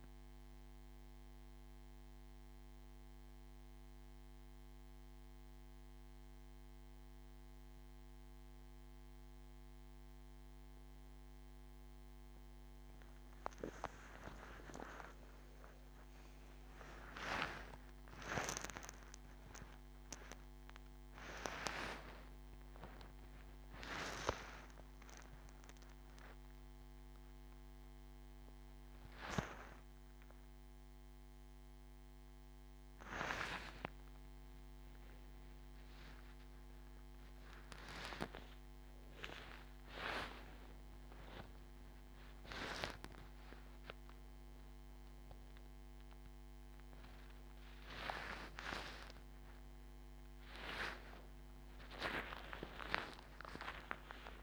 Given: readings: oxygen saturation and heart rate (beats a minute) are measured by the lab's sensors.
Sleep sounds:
a person awake in a sleep study, by a microphone on the trachea; none
14.00-54.43 s: new sleep stage, awake
From the record:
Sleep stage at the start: N1 (lightest sleep); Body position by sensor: on the back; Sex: male

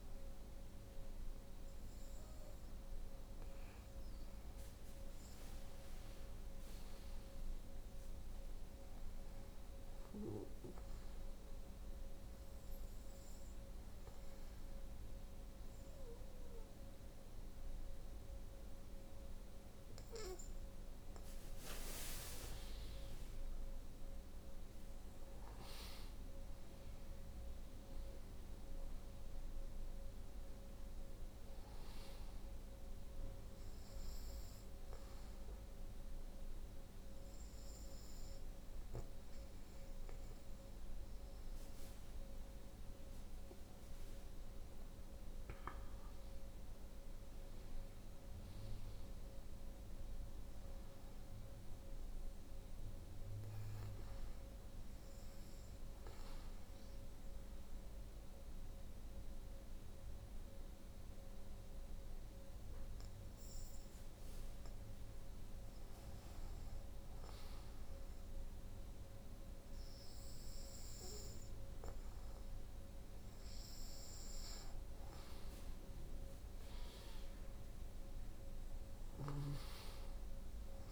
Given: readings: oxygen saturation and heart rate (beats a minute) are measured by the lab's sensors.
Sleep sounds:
breathing in sleep, hard to hear, by a room microphone; 3
5.50-8.50 s: arousal
12.00-22.00 s: obstructive apnea (oxygen 95% before, 88% lowest, heart rate 68 before, 65 extreme, up 8 after)
24.50-28.00 s: arousal
35.50-45.50 s: hypopnea (oxygen 94% before, 88% lowest, heart rate 69 before, 64 extreme, up 13 after)
48.00-51.00 s: arousal
55.50-65.50 s: obstructive apnea (oxygen 94% before, 87% lowest, heart rate 71 before, 63 extreme, up 8 after)
69.50-74.00 s: arousal
74.50-80.92 s: oxygen desaturation (device-marked, oxygen 94% before, 88% lowest, heart rate 68 before, 63 extreme)
From the record:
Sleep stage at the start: N2 (light sleep); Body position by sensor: on the right side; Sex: female

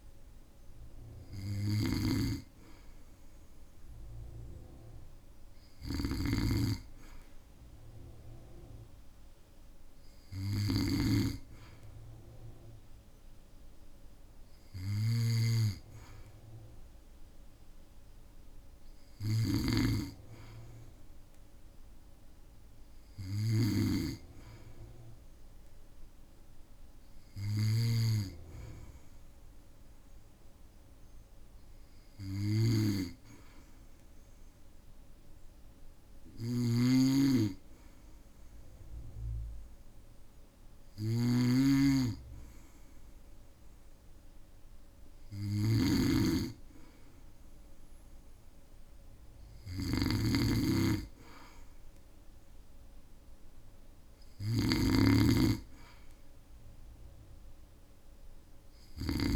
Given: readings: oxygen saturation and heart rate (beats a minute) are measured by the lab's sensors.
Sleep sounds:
breathing in sleep by a room microphone; none
0.00-28.00 s: snoring (device-marked)
36.00-59.36 s: snoring (device-marked)
From the record:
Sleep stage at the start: N2 (light sleep); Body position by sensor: on the back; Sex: male

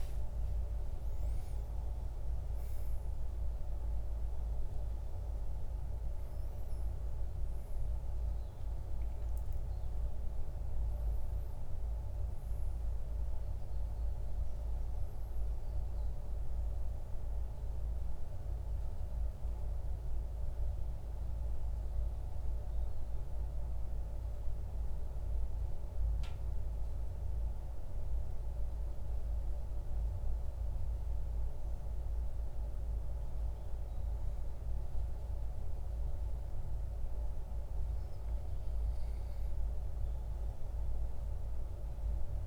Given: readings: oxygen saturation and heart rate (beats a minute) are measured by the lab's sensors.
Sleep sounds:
breathing in sleep, hard to hear, by a room microphone; none
none scored
From the record:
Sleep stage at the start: N1 (lightest sleep); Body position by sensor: on the back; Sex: male

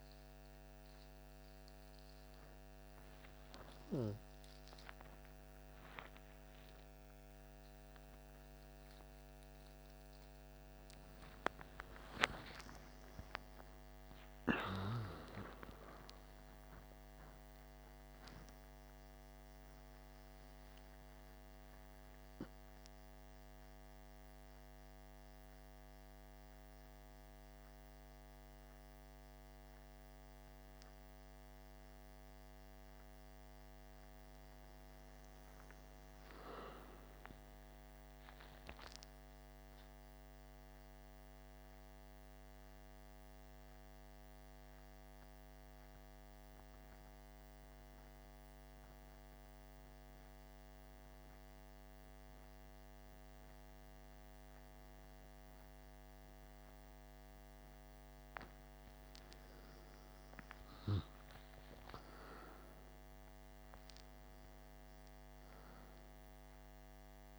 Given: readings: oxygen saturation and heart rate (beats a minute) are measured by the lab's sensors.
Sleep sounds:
a person partly awake in a sleep study, by a microphone on the trachea; 1
24.00-67.39 s: new sleep stage, N1 (lightest sleep)
44.50-55.50 s: central apnea (oxygen 97% before, 93% lowest, heart rate 66 before, 54 extreme, up 5 after)
60.50-65.50 s: arousal
64.00-67.39 s: oxygen desaturation (device-marked, oxygen 97% before, 93% lowest, heart rate 57 before, 55 extreme)
From the record:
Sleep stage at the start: awake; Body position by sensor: on the back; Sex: male

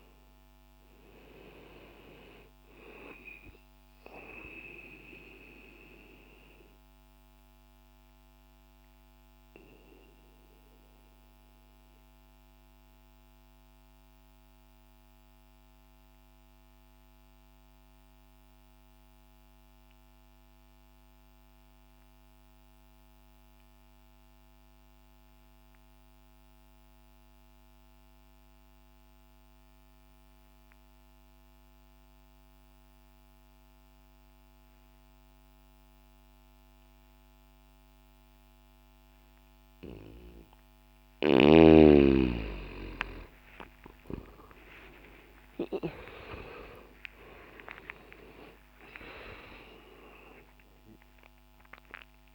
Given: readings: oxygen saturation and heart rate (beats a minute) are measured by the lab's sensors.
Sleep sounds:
breathing in sleep by a microphone on the trachea; 1
4.00-39.50 s: obstructive apnea (oxygen 97% before, 87% lowest, heart rate 60 before, 60 extreme)
17.00-30.00 s: oxygen desaturation (device-marked, oxygen 95% before, 87% lowest, heart rate 60 before, 60 extreme)
36.00-52.35 s: oxygen desaturation (device-marked, oxygen 98% before, 91% lowest, heart rate 60 before, 59 extreme)
42.00-47.00 s: arousal
From the record:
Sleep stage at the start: N2 (light sleep); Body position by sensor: on the left side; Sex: male

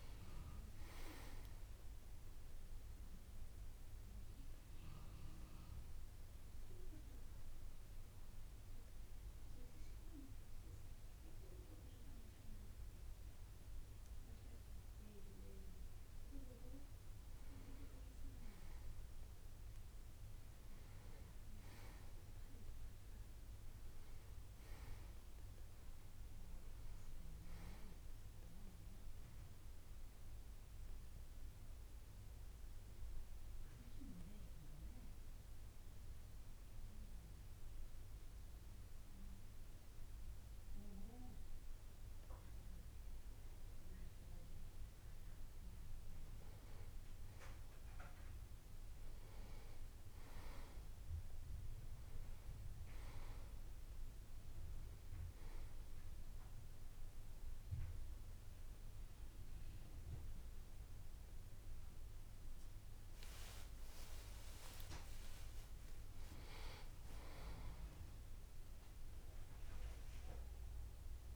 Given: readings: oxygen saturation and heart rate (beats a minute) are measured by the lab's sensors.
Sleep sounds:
breathing in sleep by a room microphone; 2
0.00-1.50 s: arousal
5.50-17.00 s: hypopnea (oxygen 97% before, 93% lowest)
20.00-24.00 s: arousal
30.00-42.50 s: hypopnea (oxygen 97% before, 93% lowest)
45.00-48.00 s: arousal
65.50-70.00 s: arousal
From the record:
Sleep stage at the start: N2 (light sleep); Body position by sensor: on the back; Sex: male

